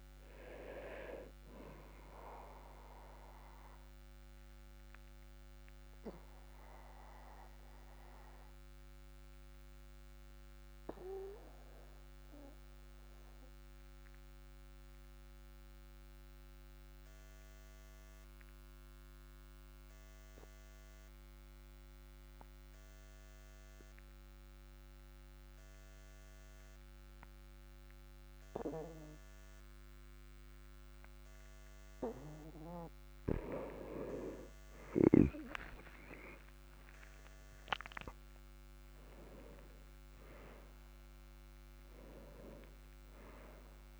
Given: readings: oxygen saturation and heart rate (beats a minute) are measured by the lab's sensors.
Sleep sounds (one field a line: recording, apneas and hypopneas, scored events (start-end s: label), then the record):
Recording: breathing in sleep by a microphone on the trachea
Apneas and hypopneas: 1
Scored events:
3.50-32.00 s: obstructive apnea (oxygen 99% before, 92% lowest, heart rate 52 before, 47 extreme, up 2 after)
34.00-44.00 s: oxygen desaturation (device-marked, oxygen 99% before, 92% lowest, heart rate 50 before, 43 extreme)
34.50-38.00 s: arousal
From the record:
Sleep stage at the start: N2 (light sleep)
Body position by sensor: on the back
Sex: male